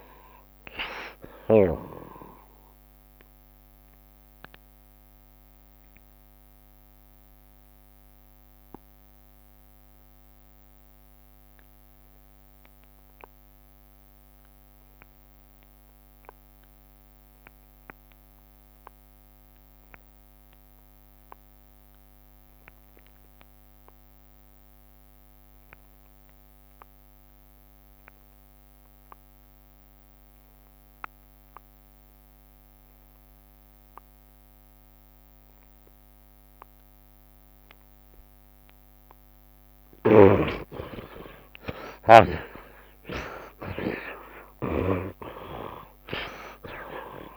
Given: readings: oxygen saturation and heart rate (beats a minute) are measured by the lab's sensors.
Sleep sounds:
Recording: breathing in sleep by a microphone on the trachea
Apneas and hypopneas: 1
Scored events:
0.00-2.00 s: long interval between heartbeats (device-marked, heart rate 82 before, 94 extreme)
0.00-4.00 s: oxygen desaturation (device-marked, oxygen 52% lowest, heart rate 66 extreme)
4.00-38.50 s: obstructive apnea (oxygen 59% before, 51% lowest, heart rate 86 before, 75 extreme, up 22 after)
18.00-47.37 s: oxygen desaturation (device-marked, oxygen 86% before, 51% lowest, heart rate 86 before, 75 extreme)
38.50-40.50 s: long interval between heartbeats (device-marked, heart rate 76 before, 88 extreme)
40.50-45.50 s: arousal
41.50-43.50 s: long interval between heartbeats (device-marked, heart rate 78 before, 97 extreme)
From the record:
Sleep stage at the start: N2 (light sleep)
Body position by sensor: on the right side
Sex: male

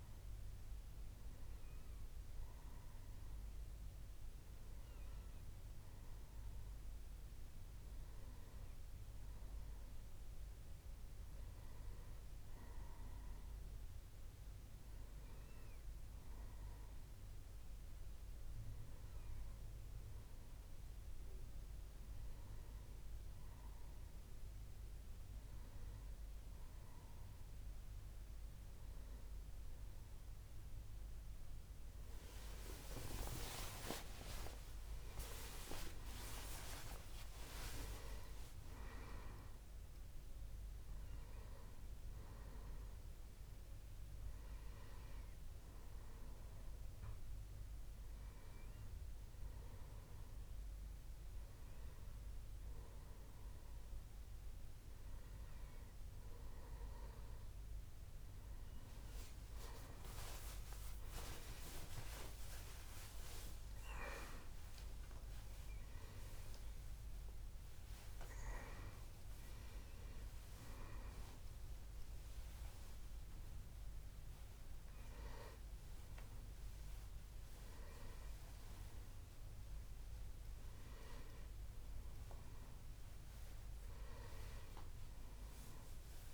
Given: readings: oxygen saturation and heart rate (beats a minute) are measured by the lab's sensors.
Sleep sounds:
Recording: a person awake in a sleep study, by a room microphone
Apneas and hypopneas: none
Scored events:
67.00-69.00 s: long interval between heartbeats (device-marked, heart rate 74 before, 88 extreme)
85.00-86.34 s: tachycardia (device-marked, heart rate 72 before, 189 extreme)
From the record:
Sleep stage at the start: awake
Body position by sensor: on the back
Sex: male

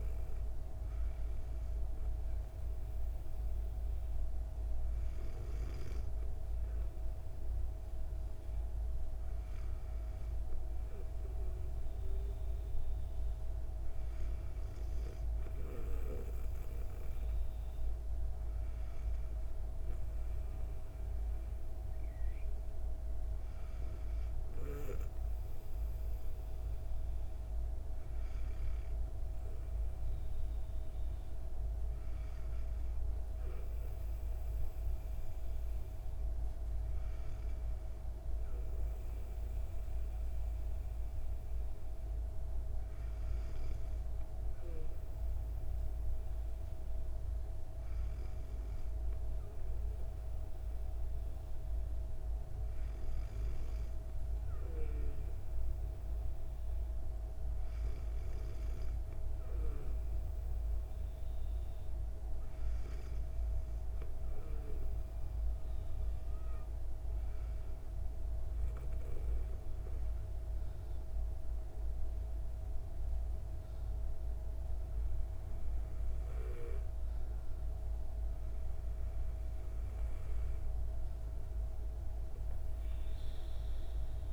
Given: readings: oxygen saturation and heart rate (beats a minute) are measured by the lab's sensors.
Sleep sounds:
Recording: breathing in sleep, hard to hear, by a room microphone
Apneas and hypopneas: none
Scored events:
68.50-74.00 s: arousal
From the record:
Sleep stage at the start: N2 (light sleep)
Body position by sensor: on the back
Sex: female

